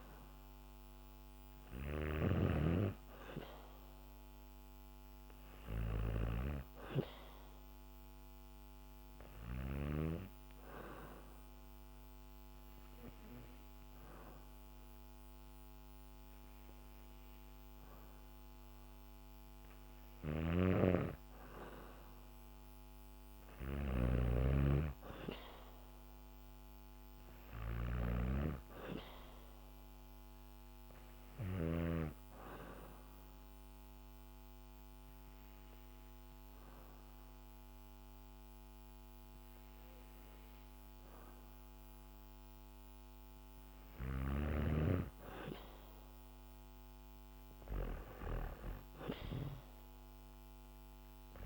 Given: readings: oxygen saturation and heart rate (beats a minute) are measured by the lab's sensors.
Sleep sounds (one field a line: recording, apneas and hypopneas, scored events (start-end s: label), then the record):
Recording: breathing in sleep by a microphone on the trachea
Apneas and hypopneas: 1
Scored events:
0.00-9.50 s: snoring (device-marked)
19.50-31.00 s: snoring (device-marked)
29.00-42.50 s: obstructive apnea (oxygen 97% before, 93% lowest, heart rate 63 before, 60 extreme, up 4 after)
43.00-47.00 s: arousal
48.50-51.46 s: oxygen desaturation (device-marked, oxygen 97% before, 94% lowest, heart rate 62 before, 59 extreme)
From the record:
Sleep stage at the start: N2 (light sleep)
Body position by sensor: on the back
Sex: female